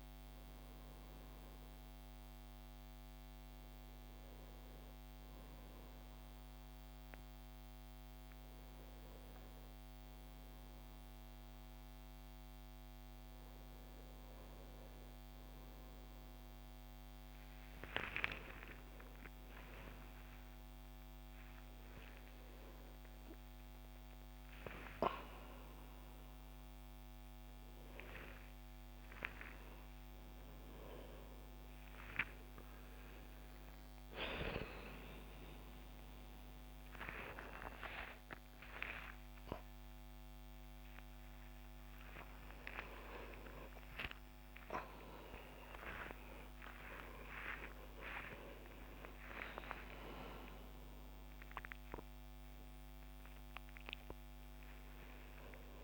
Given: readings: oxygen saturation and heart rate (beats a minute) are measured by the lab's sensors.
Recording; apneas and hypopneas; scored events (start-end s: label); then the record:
a person awake in a sleep study, by a microphone on the trachea; none
none scored
From the record:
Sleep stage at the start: awake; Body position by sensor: on the right side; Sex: male